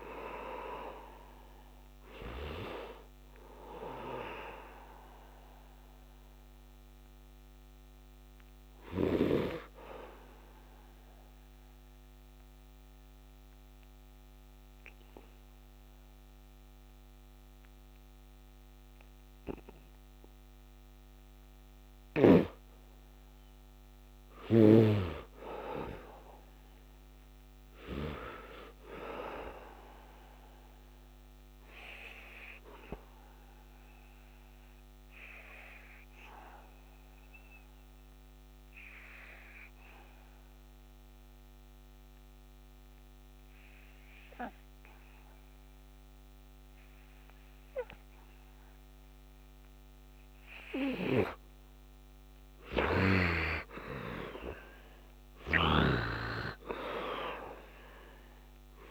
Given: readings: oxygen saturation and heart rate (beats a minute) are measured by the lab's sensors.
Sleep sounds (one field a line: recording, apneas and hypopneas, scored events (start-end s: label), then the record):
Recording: breathing in sleep by a microphone on the trachea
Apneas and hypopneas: 2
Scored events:
0.00-23.50 s: oxygen desaturation (device-marked, oxygen 56% lowest, heart rate 65 extreme)
6.50-24.50 s: obstructive apnea (oxygen 82% before, 56% lowest, heart rate 82 before, 65 extreme, up 11 after)
26.50-29.00 s: arousal
30.50-51.00 s: obstructive apnea (oxygen 99% before, 69% lowest, heart rate 74 before, 65 extreme, up 20 after)
51.50-58.91 s: oxygen desaturation (device-marked, oxygen 97% before, 72% lowest, heart rate 71 before, 66 extreme)
52.50-57.00 s: arousal
From the record:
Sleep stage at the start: N2 (light sleep)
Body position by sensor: on the back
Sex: male